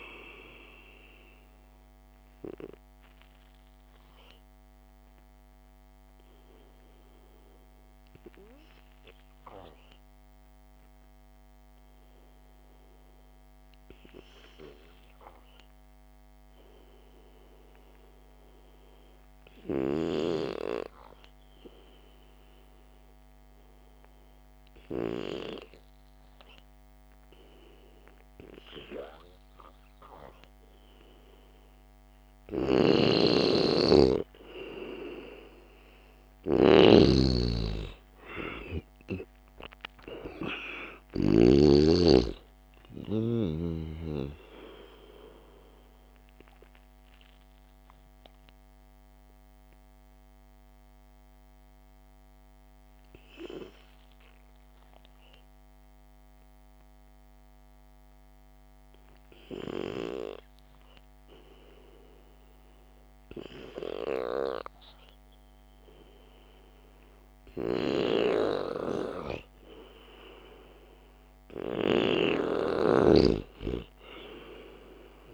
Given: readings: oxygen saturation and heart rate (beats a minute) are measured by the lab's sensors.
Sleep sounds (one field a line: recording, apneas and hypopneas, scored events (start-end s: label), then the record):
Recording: breathing in sleep by a microphone on the trachea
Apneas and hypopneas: 2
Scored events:
1.00-18.50 s: hypopnea (oxygen 97% before, 93% lowest, heart rate 56 before, 53 extreme)
20.50-24.50 s: arousal
33.00-42.00 s: snoring (device-marked)
47.00-62.00 s: mixed apnea (oxygen 98% before, 93% lowest, heart rate 58 before, 54 extreme)
65.50-70.00 s: arousal
73.00-75.34 s: snoring (device-marked)
From the record:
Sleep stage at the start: N2 (light sleep)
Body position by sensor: on the back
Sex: male